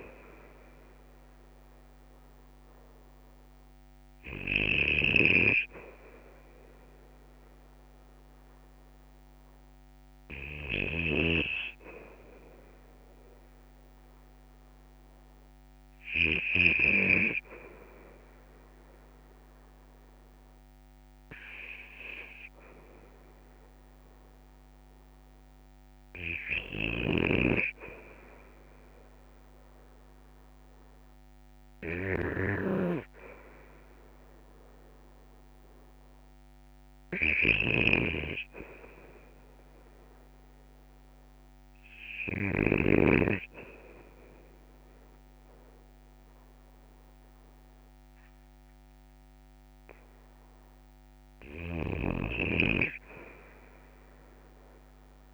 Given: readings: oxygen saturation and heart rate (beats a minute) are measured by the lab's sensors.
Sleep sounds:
breathing in sleep by a microphone on the trachea; none
0.00-16.50 s: snoring (device-marked)
26.50-42.50 s: snoring (device-marked)
From the record:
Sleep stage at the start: N2 (light sleep); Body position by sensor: on the back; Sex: male

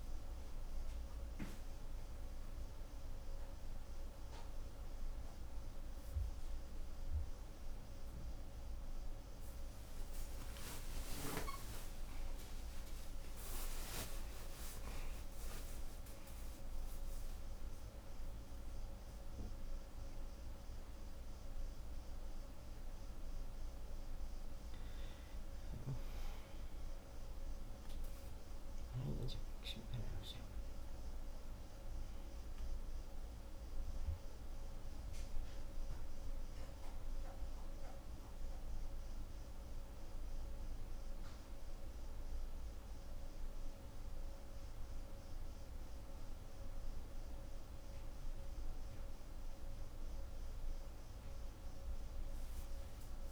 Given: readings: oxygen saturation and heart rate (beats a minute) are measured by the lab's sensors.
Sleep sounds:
a person awake in a sleep study, hard to hear, by a room microphone; none
none scored
From the record:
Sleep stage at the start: awake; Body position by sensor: on the right side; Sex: female

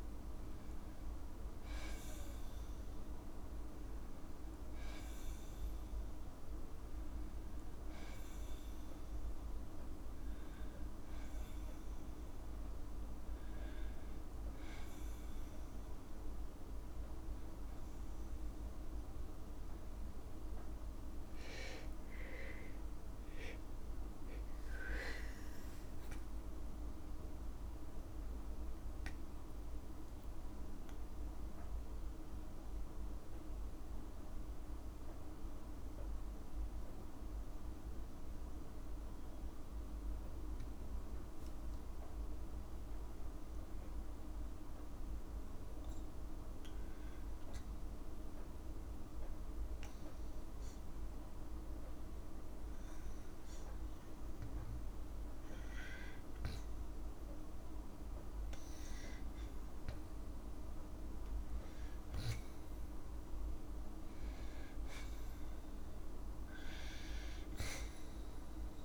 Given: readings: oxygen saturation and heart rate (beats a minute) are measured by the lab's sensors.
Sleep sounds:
breathing in sleep, hard to hear, by a room microphone; 1
21.00-49.00 s: oxygen desaturation (device-marked, oxygen 96% before, 93% lowest, heart rate 60 before, 57 extreme)
21.50-23.50 s: long interval between heartbeats (device-marked, heart rate 60 before, 69 extreme)
23.50-25.50 s: long interval between heartbeats (device-marked, heart rate 61 before, 88 extreme)
25.00-27.50 s: arousal
29.00-55.00 s: hypopnea (oxygen 98% before, 93% lowest, heart rate 72 before, 57 extreme, up 1 after)
57.00-60.50 s: arousal
67.00-68.85 s: oxygen desaturation (device-marked, oxygen 98% before, 94% lowest, heart rate 59 before, 60 extreme)
From the record:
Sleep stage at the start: N2 (light sleep); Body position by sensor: on the back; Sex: female

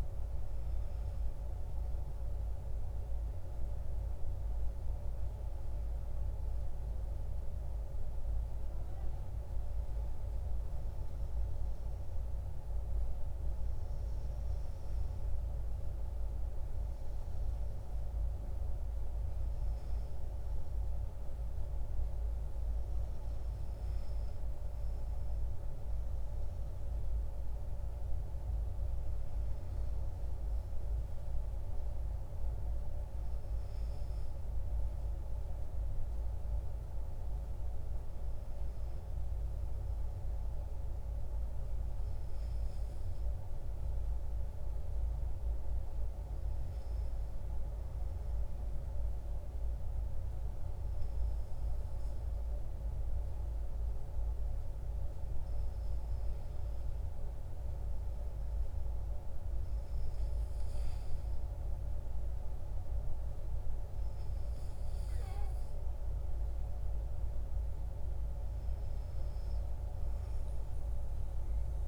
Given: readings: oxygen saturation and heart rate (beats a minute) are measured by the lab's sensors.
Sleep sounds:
breathing in sleep, hard to hear, by a room microphone; 1
47.50-57.50 s: hypopnea (oxygen 97% before, 95% lowest, heart rate 59 before, 57 extreme, up 9 after)
59.50-63.00 s: arousal
From the record:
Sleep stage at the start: N2 (light sleep); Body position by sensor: on the back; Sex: male

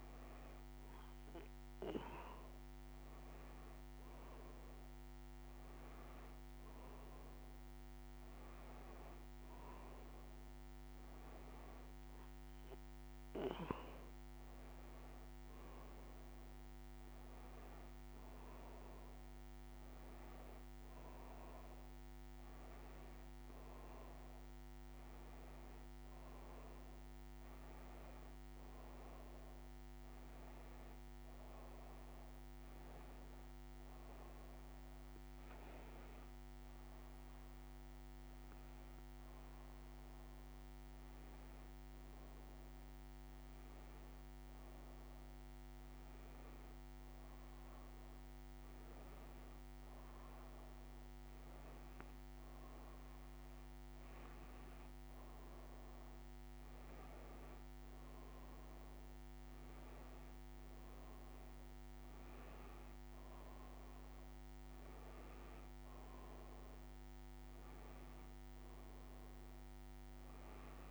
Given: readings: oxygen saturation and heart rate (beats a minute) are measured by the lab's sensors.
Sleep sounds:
breathing in sleep, hard to hear, by a microphone on the trachea; none
none scored
From the record:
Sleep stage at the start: N2 (light sleep); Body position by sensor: on the back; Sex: female

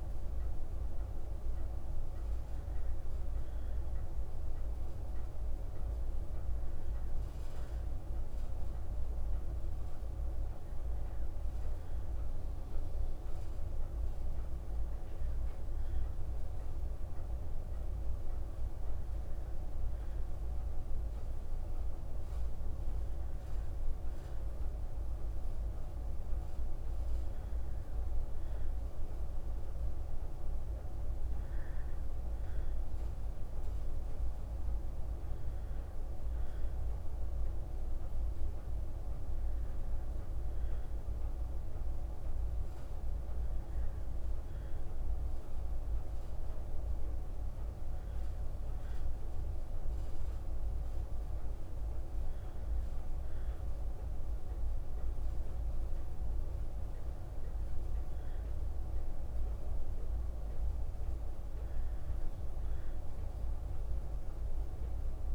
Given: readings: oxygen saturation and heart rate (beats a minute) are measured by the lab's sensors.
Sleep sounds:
breathing in sleep, hard to hear, by a room microphone; none
8.50-65.35 s: new sleep stage, N2 (light sleep)
From the record:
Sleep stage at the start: N3 (deep sleep); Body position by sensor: on the back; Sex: female

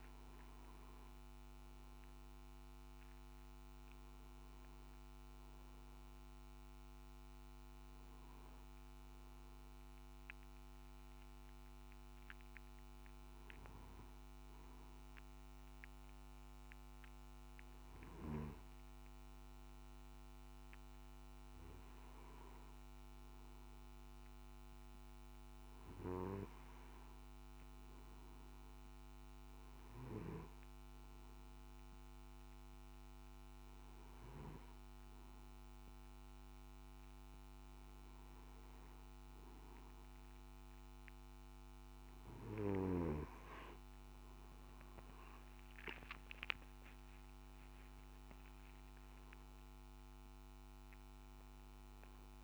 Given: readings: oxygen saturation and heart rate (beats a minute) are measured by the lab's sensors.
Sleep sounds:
breathing in sleep by a microphone on the trachea; none
48.00-51.50 s: arousal
From the record:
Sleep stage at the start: N2 (light sleep); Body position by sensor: on the back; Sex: male

